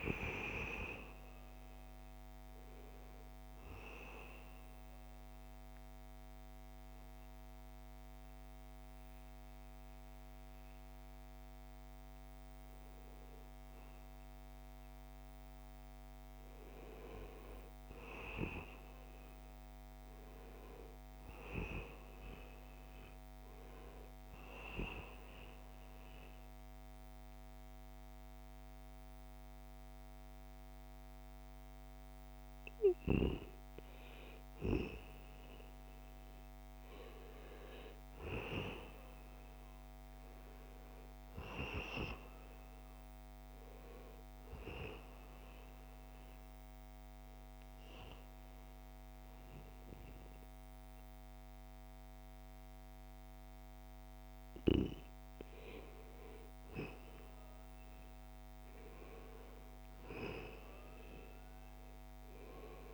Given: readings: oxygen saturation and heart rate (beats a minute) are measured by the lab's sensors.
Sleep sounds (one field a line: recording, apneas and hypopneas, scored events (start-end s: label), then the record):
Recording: breathing in sleep by a microphone on the trachea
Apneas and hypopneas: 2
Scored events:
4.00-16.50 s: obstructive apnea (oxygen 94% before, 90% lowest, heart rate 80 before, 75 extreme, up 2 after)
5.50-15.50 s: oxygen desaturation (device-marked, oxygen 94% before, 90% lowest, heart rate 80 before, 75 extreme)
20.50-25.00 s: arousal
41.50-55.50 s: oxygen desaturation (device-marked, oxygen 93% before, 90% lowest, heart rate 77 before, 73 extreme)
44.50-55.50 s: obstructive apnea (oxygen 94% before, 89% lowest, heart rate 77 before, 73 extreme, up 1 after)
58.00-61.50 s: arousal
From the record:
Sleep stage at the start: N1 (lightest sleep)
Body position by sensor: on the back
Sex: male